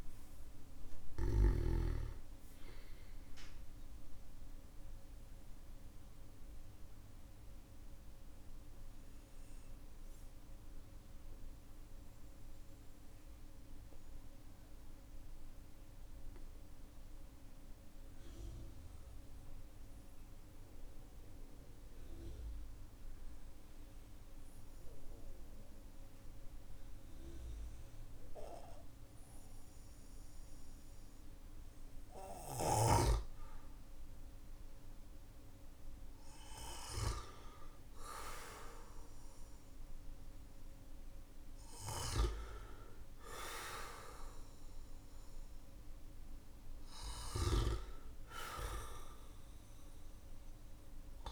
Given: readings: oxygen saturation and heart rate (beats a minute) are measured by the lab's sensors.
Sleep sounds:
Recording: breathing in sleep by a room microphone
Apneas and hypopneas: 1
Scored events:
0.00-24.00 s: oxygen desaturation (device-marked, oxygen 92% lowest, heart rate 46 extreme)
7.00-34.50 s: obstructive apnea (oxygen 98% before, 92% lowest, heart rate 51 before, 47 extreme, up 5 after)
38.00-42.00 s: arousal
From the record:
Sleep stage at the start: N2 (light sleep)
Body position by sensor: on the back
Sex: male

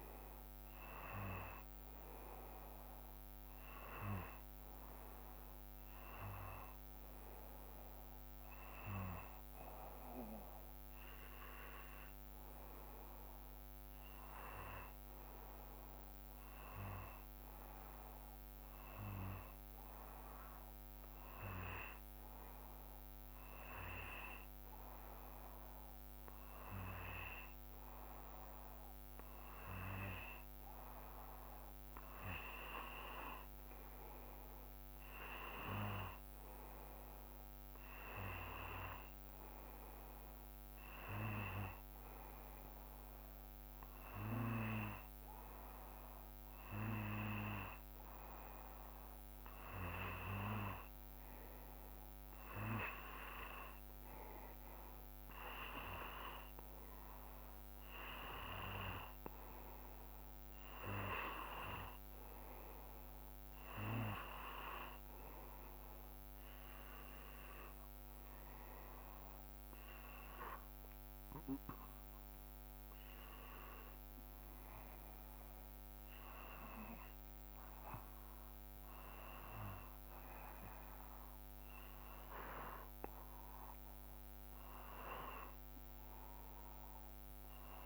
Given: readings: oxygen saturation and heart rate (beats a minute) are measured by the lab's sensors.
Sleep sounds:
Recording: breathing in sleep by a microphone on the trachea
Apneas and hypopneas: none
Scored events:
none scored
From the record:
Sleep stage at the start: N2 (light sleep)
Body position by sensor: on the back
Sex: male

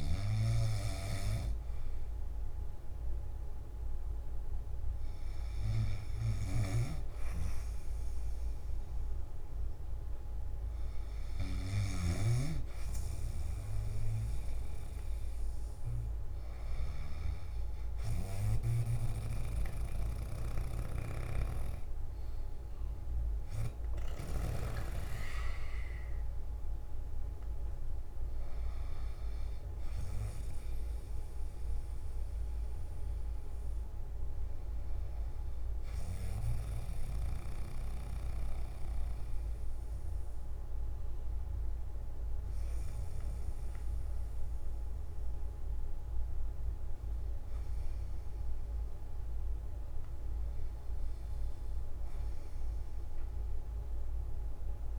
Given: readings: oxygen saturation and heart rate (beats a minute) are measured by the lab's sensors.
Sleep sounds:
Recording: breathing in sleep by a room microphone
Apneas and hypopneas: none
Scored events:
18.50-24.50 s: snoring (device-marked)
From the record:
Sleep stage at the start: N1 (lightest sleep)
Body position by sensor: on the back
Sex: male

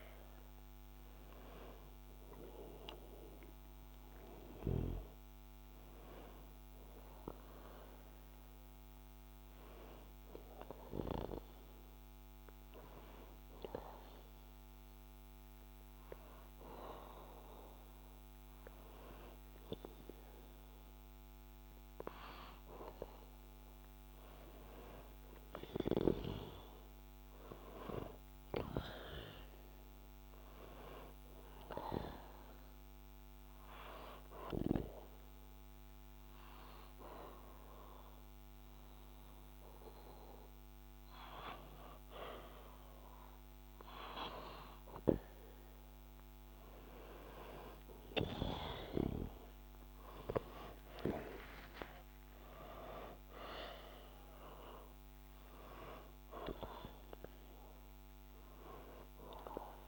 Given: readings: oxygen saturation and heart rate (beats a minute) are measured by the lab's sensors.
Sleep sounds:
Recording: breathing in sleep by a microphone on the trachea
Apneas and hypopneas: 2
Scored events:
11.50-24.50 s: hypopnea (oxygen 97% before, 93% lowest, heart rate 61 before, 61 extreme, up 2 after)
26.00-30.00 s: arousal
34.00-46.00 s: hypopnea (oxygen 96% before, 93% lowest, heart rate 62 before, 61 extreme, up 3 after)
48.50-55.00 s: arousal
From the record:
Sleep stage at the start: N2 (light sleep)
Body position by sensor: on the back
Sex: male

